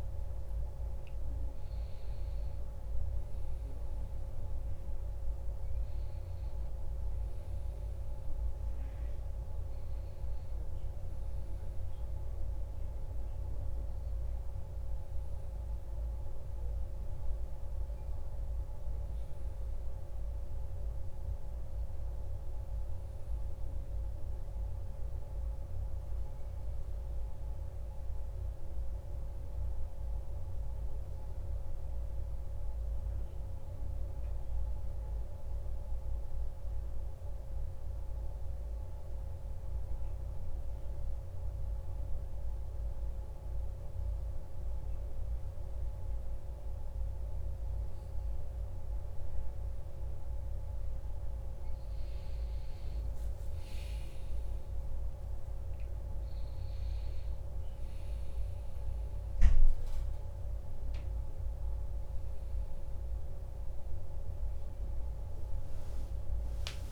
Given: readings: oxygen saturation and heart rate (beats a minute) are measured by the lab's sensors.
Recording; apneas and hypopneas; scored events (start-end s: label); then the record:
breathing in sleep, hard to hear, by a room microphone; 1
26.50-50.50 s: obstructive apnea (oxygen 98% before, 95% lowest, heart rate 56 before, 49 extreme, up 3 after)
52.50-56.00 s: arousal
From the record:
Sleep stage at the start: N1 (lightest sleep); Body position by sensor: on the back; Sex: male